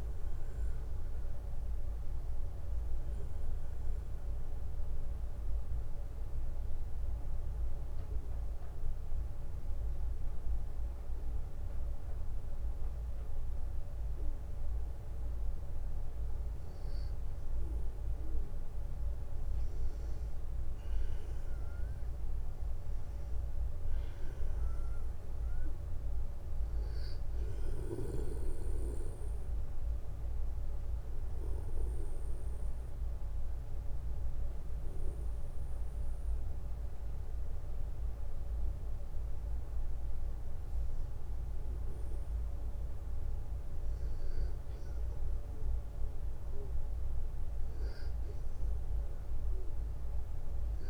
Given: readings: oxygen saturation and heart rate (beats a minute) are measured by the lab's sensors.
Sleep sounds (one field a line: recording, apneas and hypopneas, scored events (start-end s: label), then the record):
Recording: breathing in sleep, hard to hear, by a room microphone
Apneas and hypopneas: 2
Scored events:
2.50-12.50 s: obstructive apnea (oxygen 96% before, 94% lowest, heart rate 65 before, 59 extreme, up 2 after)
18.50-21.50 s: arousal
30.00-40.00 s: obstructive apnea (oxygen 98% before, 93% lowest, heart rate 62 before, 58 extreme, up 3 after)
44.50-48.50 s: arousal
From the record:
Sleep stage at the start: N2 (light sleep)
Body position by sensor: on the back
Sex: male